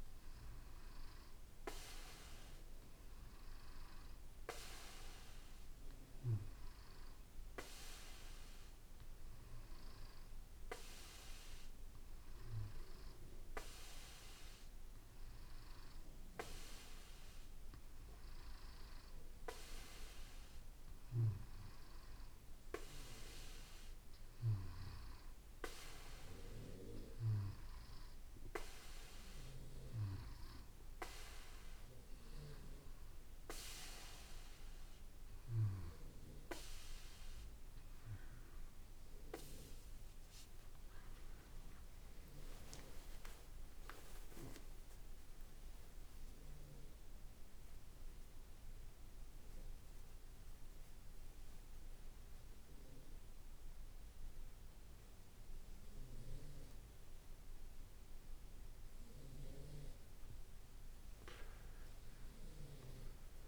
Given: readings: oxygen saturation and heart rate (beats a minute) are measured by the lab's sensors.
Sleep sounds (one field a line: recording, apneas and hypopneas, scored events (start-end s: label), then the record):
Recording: breathing in sleep by a room microphone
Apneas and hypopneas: none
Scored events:
0.00-6.50 s: oxygen desaturation (device-marked, oxygen 91% lowest, heart rate 55 extreme)
39.50-45.50 s: tachycardia (device-marked, heart rate 58 before, 140 extreme)
42.50-44.50 s: long interval between heartbeats (device-marked, heart rate 61 before, 126 extreme)
45.00-47.00 s: long interval between heartbeats (device-marked, heart rate 68 before, 128 extreme)
47.00-49.00 s: long interval between heartbeats (device-marked, heart rate 76 before, 127 extreme)
56.50-63.48 s: new sleep stage, awake
From the record:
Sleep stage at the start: N2 (light sleep)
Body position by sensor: on the back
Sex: male